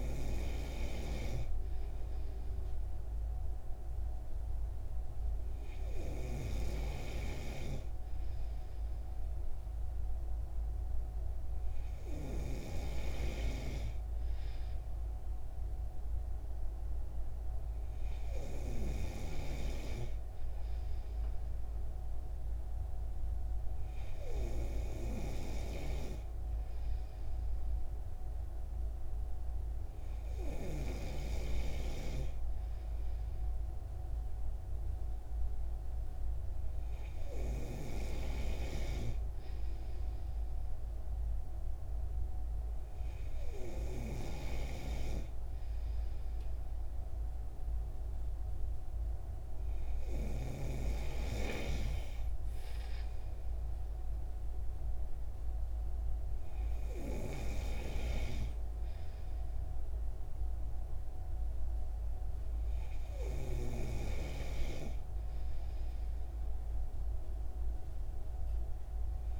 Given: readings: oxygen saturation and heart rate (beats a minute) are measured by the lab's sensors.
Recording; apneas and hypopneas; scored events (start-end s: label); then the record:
breathing in sleep by a room microphone; none
none scored
From the record:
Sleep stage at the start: N3 (deep sleep); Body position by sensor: on the right side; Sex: male